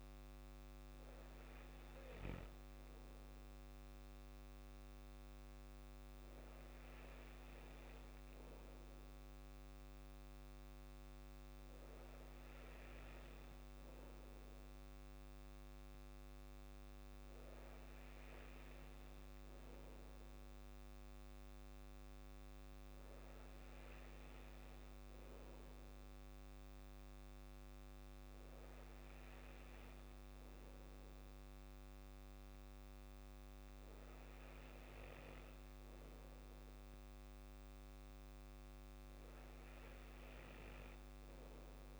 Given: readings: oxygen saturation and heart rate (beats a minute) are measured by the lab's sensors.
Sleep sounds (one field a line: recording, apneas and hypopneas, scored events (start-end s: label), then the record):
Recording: breathing in sleep, hard to hear, by a microphone on the trachea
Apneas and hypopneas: none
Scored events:
none scored
From the record:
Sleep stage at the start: N2 (light sleep)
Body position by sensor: on the back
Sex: male